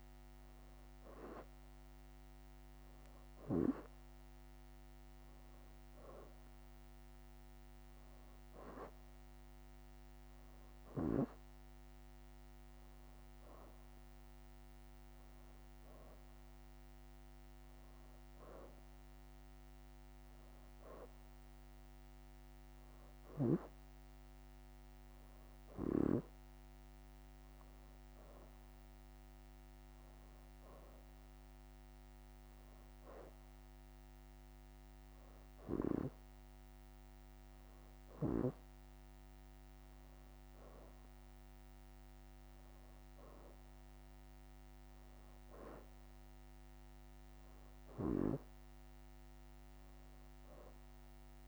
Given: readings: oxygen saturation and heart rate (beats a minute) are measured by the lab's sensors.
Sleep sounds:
breathing in sleep by a microphone on the trachea; none
30.00-31.50 s: leg movement (device-marked)
46.00-51.48 s: leg movement (device-marked)
From the record:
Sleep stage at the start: N2 (light sleep); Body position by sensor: on the back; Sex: female

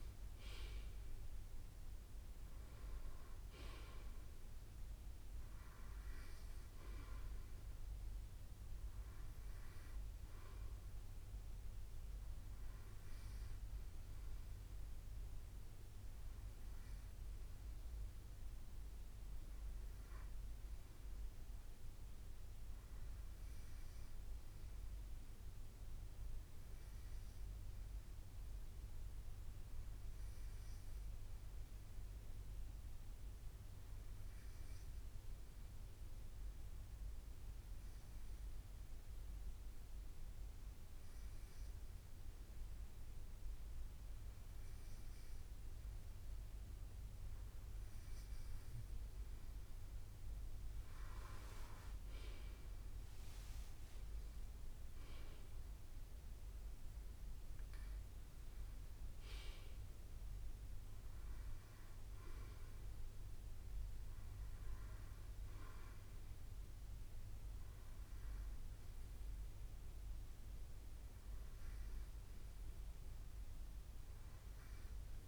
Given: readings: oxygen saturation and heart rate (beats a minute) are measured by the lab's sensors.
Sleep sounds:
breathing in sleep, hard to hear, by a room microphone; 1
0.00-2.00 s: arousal
27.00-46.50 s: obstructive apnea (oxygen 96% before, 94% lowest, heart rate 64 before, 61 extreme, up 4 after)
52.00-57.00 s: arousal
From the record:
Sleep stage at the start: N2 (light sleep); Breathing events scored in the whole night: 153 in 4.2 hours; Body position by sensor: on the right side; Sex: male

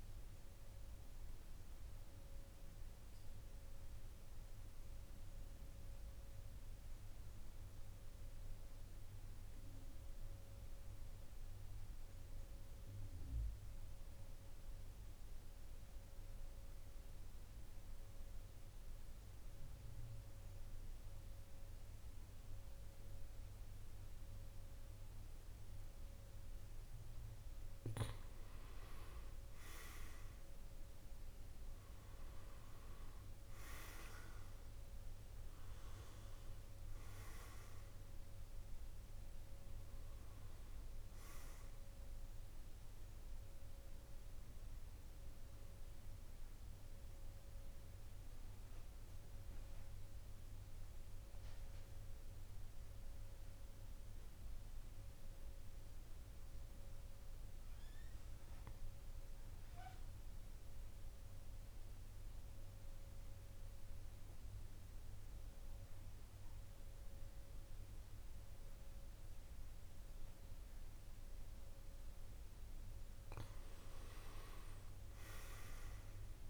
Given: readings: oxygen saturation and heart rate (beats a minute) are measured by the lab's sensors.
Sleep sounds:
breathing in sleep, hard to hear, by a room microphone; 2
0.00-15.00 s: oxygen desaturation (device-marked, oxygen 92% lowest, heart rate 47 extreme)
2.00-26.00 s: central apnea (oxygen 97% before, 90% lowest, heart rate 55 before, 47 extreme, up 5 after)
29.50-33.00 s: arousal
30.00-54.00 s: oxygen desaturation (device-marked, oxygen 99% before, 90% lowest, heart rate 50 before, 46 extreme)
46.00-72.00 s: mixed apnea (oxygen 99% before, 90% lowest, heart rate 54 before, 46 extreme, up 8 after)
72.00-76.50 s: oxygen desaturation (device-marked, oxygen 98% before, 90% lowest, heart rate 49 before, 47 extreme)
74.50-76.50 s: arousal
From the record:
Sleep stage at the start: N2 (light sleep); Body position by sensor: on the back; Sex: male

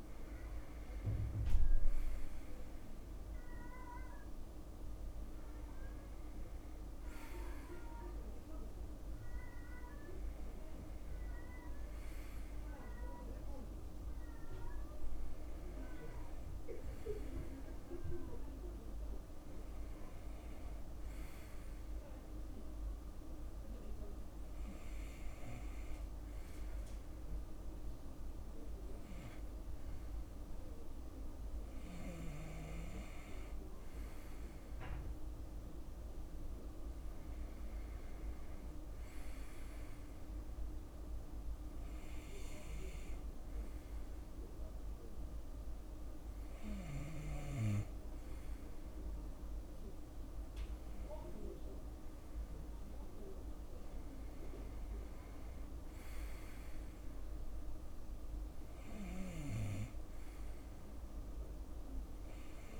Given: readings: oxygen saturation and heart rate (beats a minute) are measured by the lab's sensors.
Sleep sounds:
breathing in sleep, hard to hear, by a room microphone; none
none scored
From the record:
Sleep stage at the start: N2 (light sleep); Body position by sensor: on the right side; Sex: male

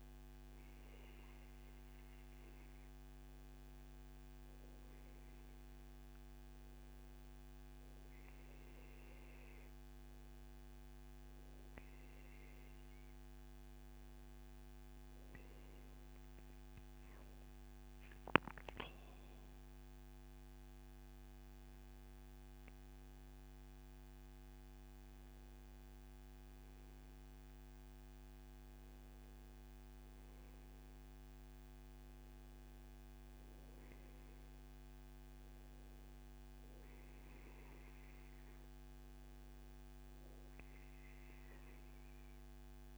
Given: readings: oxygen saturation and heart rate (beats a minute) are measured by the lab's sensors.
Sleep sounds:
breathing in sleep, hard to hear, by a microphone on the trachea; none
35.00-37.00 s: long interval between heartbeats (device-marked, heart rate 141 before, 131 extreme)
38.00-40.00 s: long interval between heartbeats (device-marked, heart rate 140 before, 104 extreme)
From the record:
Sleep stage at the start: N1 (lightest sleep); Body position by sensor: on the back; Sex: male

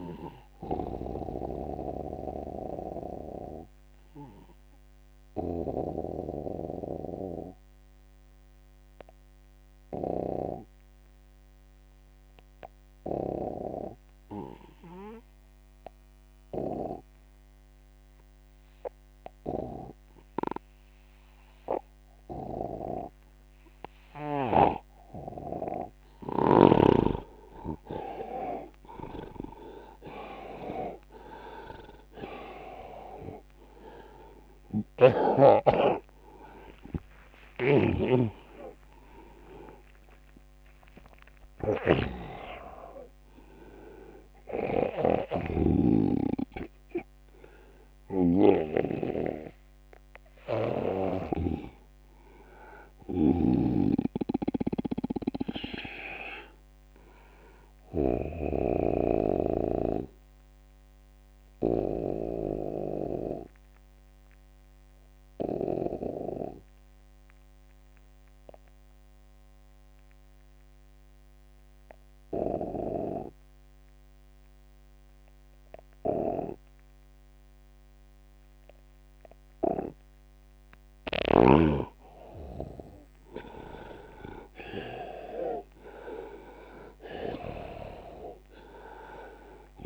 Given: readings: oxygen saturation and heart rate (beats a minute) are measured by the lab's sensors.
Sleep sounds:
breathing in sleep by a microphone on the trachea; 2
0.00-15.00 s: oxygen desaturation (device-marked, oxygen 87% lowest, heart rate 69 extreme)
1.50-26.00 s: obstructive apnea (oxygen 99% before, 83% lowest, heart rate 76 before, 69 extreme, up 4 after)
25.00-55.00 s: oxygen desaturation (device-marked, oxygen 99% before, 83% lowest, heart rate 76 before, 73 extreme)
27.50-31.00 s: arousal
37.50-58.00 s: snoring (device-marked)
50.00-55.00 s: arousal
59.00-81.00 s: obstructive apnea (oxygen 99% before, 84% lowest, heart rate 84 before, 69 extreme, up 8 after)
78.00-89.86 s: oxygen desaturation (device-marked, oxygen 98% before, 84% lowest, heart rate 82 before, 73 extreme)
82.50-85.00 s: arousal
From the record:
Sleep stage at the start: N2 (light sleep); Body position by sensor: on the back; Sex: male

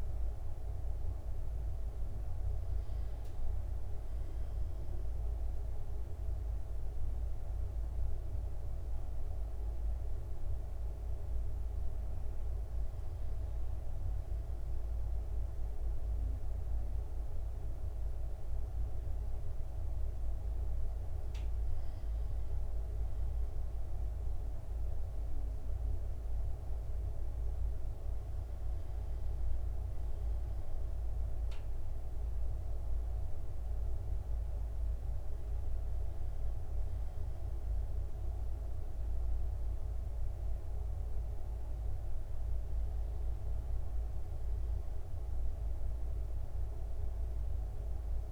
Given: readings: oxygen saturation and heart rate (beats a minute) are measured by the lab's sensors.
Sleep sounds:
breathing in sleep, hard to hear, by a room microphone; none
none scored
From the record:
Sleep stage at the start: N1 (lightest sleep); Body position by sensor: on the right side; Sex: male

